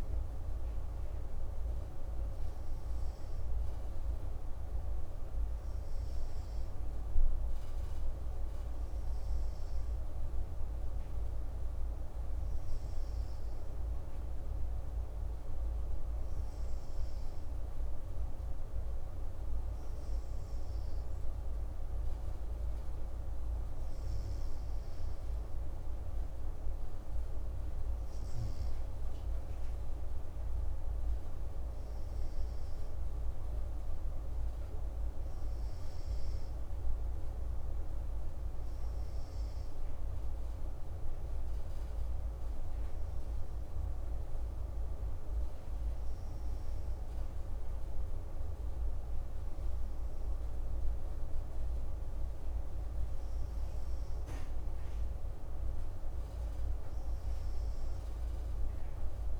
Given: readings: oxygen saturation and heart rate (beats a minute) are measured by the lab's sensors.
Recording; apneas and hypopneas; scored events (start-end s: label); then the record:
breathing in sleep, hard to hear, by a room microphone; none
none scored
From the record:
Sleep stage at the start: N2 (light sleep); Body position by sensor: on the right side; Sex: male